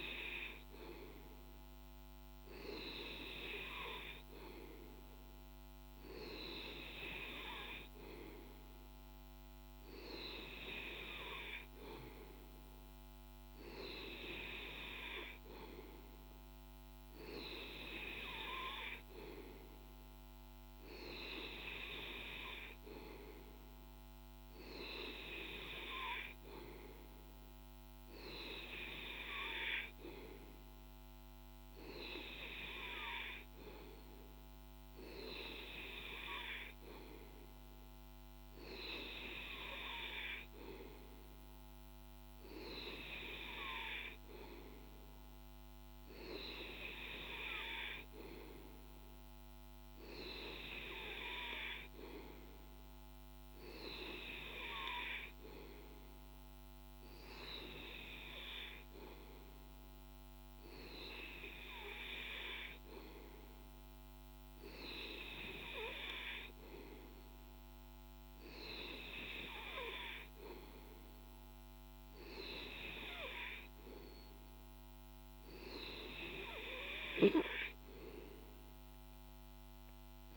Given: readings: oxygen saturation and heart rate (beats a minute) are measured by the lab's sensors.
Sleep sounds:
breathing in sleep by a microphone on the trachea; none
none scored
From the record:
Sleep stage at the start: N2 (light sleep); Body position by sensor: on the back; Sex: male

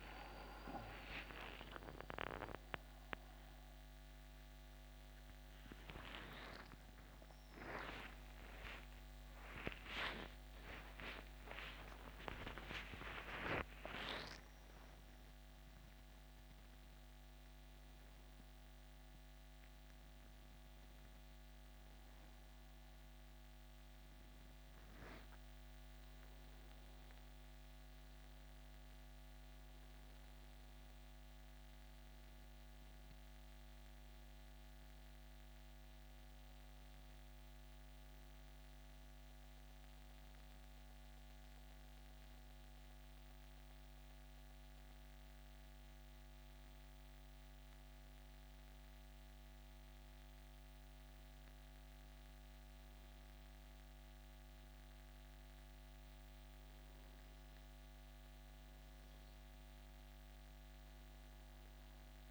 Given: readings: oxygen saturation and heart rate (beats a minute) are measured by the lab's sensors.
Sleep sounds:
a person partly awake in a sleep study, by a microphone on the trachea; 1
8.00-17.00 s: oxygen desaturation (device-marked, oxygen 94% before, 90% lowest, heart rate 94 before, 74 extreme)
30.00-60.00 s: new sleep stage, N1 (lightest sleep)
41.50-52.00 s: hypopnea (oxygen 95% before, 82% lowest, heart rate 75 before, 69 extreme, up 4 after)
54.00-62.31 s: oxygen desaturation (device-marked, oxygen 92% before, 86% lowest, heart rate 72 before, 69 extreme)
57.00-60.50 s: arousal
60.00-62.31 s: new sleep stage, N2 (light sleep)
From the record:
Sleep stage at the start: awake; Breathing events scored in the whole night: 210 in 3.7 hours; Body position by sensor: on the back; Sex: male

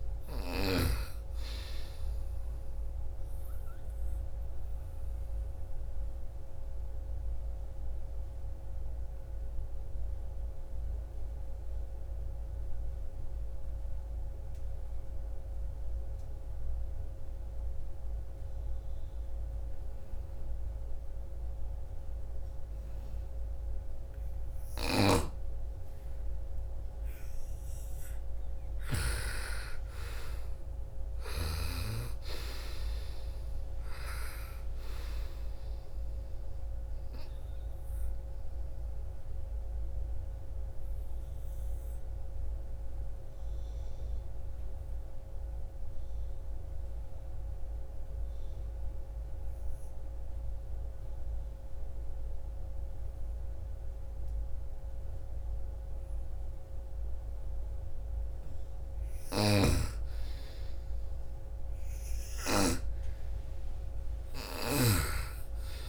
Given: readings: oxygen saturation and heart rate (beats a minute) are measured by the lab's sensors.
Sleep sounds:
breathing in sleep by a room microphone; 2
0.00-13.50 s: oxygen desaturation (device-marked, oxygen 87% lowest, heart rate 49 extreme)
3.00-23.00 s: obstructive apnea (oxygen 98% before, 87% lowest, heart rate 60 before, 49 extreme, up 21 after)
24.00-28.50 s: snoring (device-marked)
24.50-28.50 s: arousal
27.50-47.50 s: oxygen desaturation (device-marked, oxygen 98% before, 87% lowest, heart rate 57 before, 52 extreme)
35.50-57.50 s: obstructive apnea (oxygen 99% before, 81% lowest, heart rate 61 before, 54 extreme, up 11 after)
58.50-62.00 s: snoring (device-marked)
59.00-62.50 s: arousal
61.50-65.89 s: oxygen desaturation (device-marked, oxygen 99% before, 88% lowest, heart rate 58 before, 48 extreme)
64.00-65.89 s: snoring (device-marked)
From the record:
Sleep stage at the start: N2 (light sleep); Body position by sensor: on the right side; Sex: female

